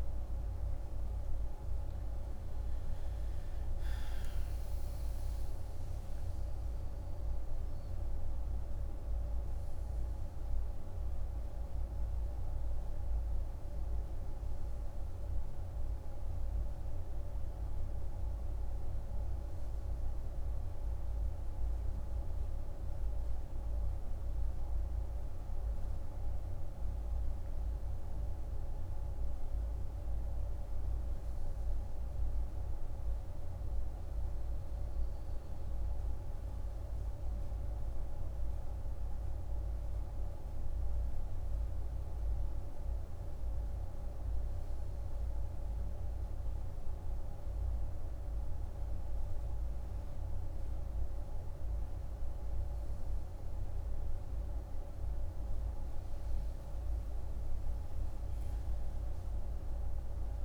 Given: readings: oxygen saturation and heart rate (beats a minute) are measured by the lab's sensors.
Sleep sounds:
a person awake in a sleep study, hard to hear, by a room microphone; none
33.00-60.45 s: new sleep stage, N1 (lightest sleep)
From the record:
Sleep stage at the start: awake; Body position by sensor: on the right side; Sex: male

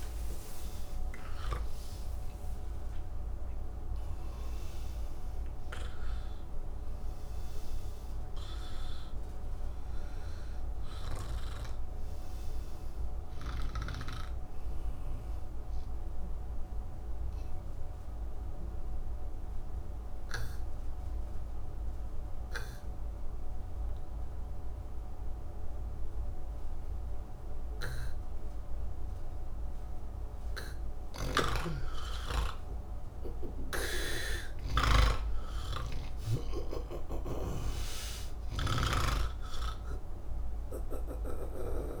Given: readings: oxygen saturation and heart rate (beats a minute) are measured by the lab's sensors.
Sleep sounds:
breathing in sleep by a room microphone; 1
8.00-18.00 s: oxygen desaturation (device-marked, oxygen 91% before, 85% lowest, heart rate 117 before, 116 extreme)
12.00-42.00 s: new sleep stage, N2 (light sleep)
12.50-30.00 s: mixed apnea (oxygen 95% before, 83% lowest, heart rate 117 before, 68 extreme, up 3 after)
32.00-42.00 s: oxygen desaturation (device-marked, oxygen 99% before, 86% lowest, heart rate 151 before, 68 extreme)
38.50-42.00 s: snoring (device-marked)
From the record:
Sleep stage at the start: N1 (lightest sleep); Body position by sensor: on the back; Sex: male

